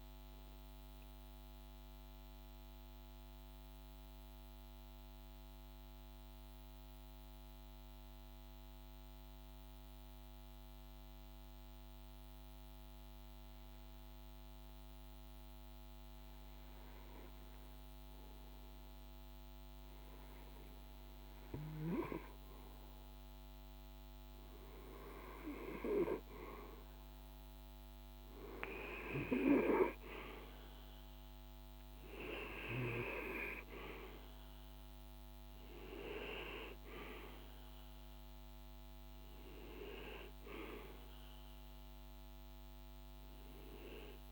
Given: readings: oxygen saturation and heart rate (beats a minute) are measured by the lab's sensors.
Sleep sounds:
breathing in sleep by a microphone on the trachea; 1
0.00-2.00 s: oxygen desaturation (device-marked, oxygen 92% lowest, heart rate 52 extreme)
1.00-14.50 s: hypopnea (oxygen 98% before, 92% lowest, heart rate 54 before, 53 extreme, up 2 after)
16.00-44.32 s: oxygen desaturation (device-marked, oxygen 98% before, 92% lowest, heart rate 53 before, 52 extreme)
17.00-19.50 s: arousal
From the record:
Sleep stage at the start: N2 (light sleep); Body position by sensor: on the right side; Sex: male

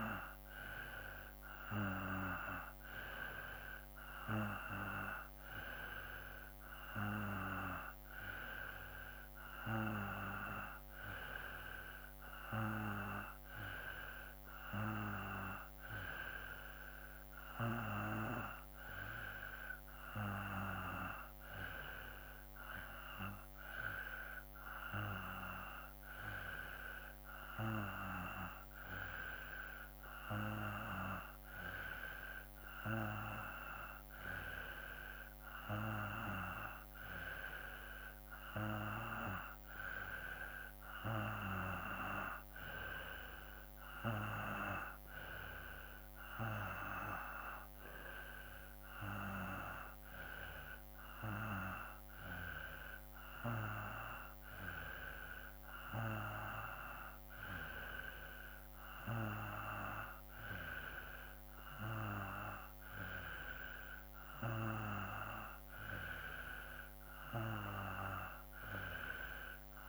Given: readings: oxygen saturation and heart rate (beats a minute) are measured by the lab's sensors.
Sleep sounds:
breathing in sleep by a microphone on the trachea; none
none scored
From the record:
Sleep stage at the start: N2 (light sleep); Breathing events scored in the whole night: 191 in 4.5 hours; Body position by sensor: on the back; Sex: male

